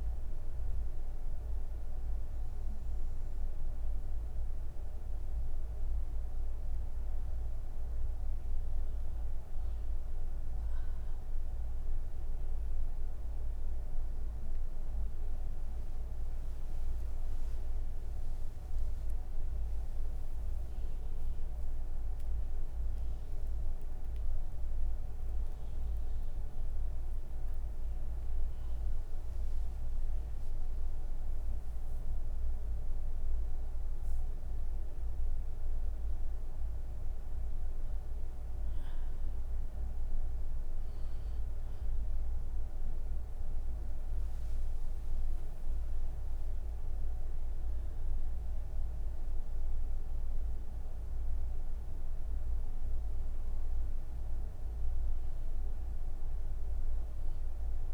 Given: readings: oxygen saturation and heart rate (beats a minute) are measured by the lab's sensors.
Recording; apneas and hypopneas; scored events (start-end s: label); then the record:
breathing in sleep, hard to hear, by a room microphone; 1
0.50-13.00 s: obstructive apnea (oxygen 97% before, 93% lowest)
49.50-57.94 s: oxygen desaturation (device-marked, oxygen 97% before, 93% lowest)
From the record:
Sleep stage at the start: N3 (deep sleep); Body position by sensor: on the back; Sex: female